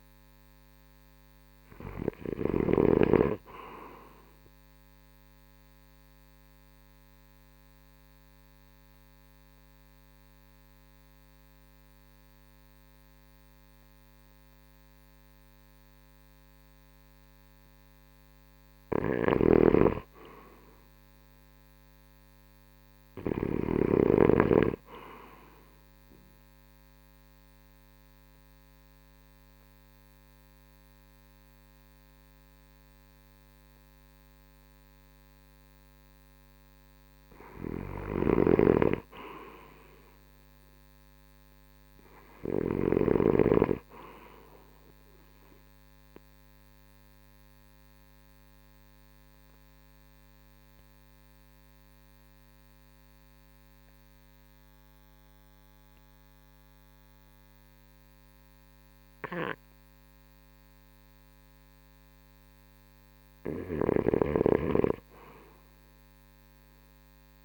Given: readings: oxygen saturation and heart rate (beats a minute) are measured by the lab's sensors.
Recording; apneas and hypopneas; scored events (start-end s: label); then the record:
breathing in sleep by a microphone on the trachea; 3
0.00-3.00 s: snoring (device-marked)
0.00-10.00 s: oxygen desaturation (device-marked, oxygen 89% lowest, heart rate 63 extreme)
5.50-18.50 s: obstructive apnea (oxygen 95% before, 81% lowest, heart rate 70 before, 62 extreme, up 9 after)
19.00-24.00 s: snoring (device-marked)
20.50-24.00 s: arousal
26.50-37.00 s: obstructive apnea (oxygen 94% before, 77% lowest, heart rate 67 before, 59 extreme, up 13 after)
35.00-53.00 s: oxygen desaturation (device-marked, oxygen 92% before, 81% lowest, heart rate 67 before, 59 extreme)
38.00-43.00 s: snoring (device-marked)
39.00-43.00 s: arousal
46.50-62.50 s: obstructive apnea (oxygen 92% before, 77% lowest, heart rate 69 before, 59 extreme, up 4 after)
59.00-67.45 s: oxygen desaturation (device-marked, oxygen 90% before, 83% lowest, heart rate 68 before, 62 extreme)
65.00-67.45 s: arousal
From the record:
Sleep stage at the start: REM sleep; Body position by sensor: on the right side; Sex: male